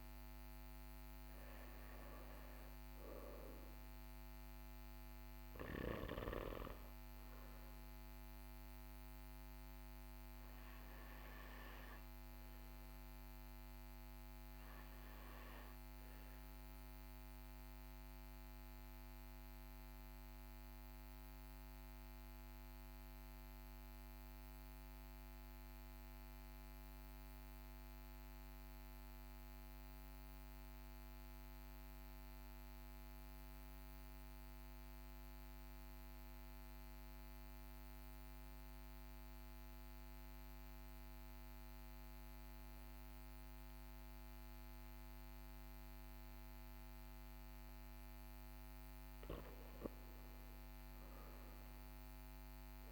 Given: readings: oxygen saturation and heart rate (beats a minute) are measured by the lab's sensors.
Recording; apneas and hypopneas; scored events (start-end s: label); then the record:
breathing in sleep, hard to hear, by a microphone on the trachea; 1
1.50-13.50 s: oxygen desaturation (device-marked, oxygen 95% before, 90% lowest, heart rate 44 before, 42 extreme)
8.00-48.50 s: obstructive apnea (oxygen 95% before, 91% lowest, heart rate 44 before, 42 extreme, up 3 after)
41.50-52.92 s: oxygen desaturation (device-marked, oxygen 98% before, 91% lowest, heart rate 42 before, 41 extreme)
50.00-52.92 s: arousal
From the record:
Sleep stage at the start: N2 (light sleep); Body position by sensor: on the right side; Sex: male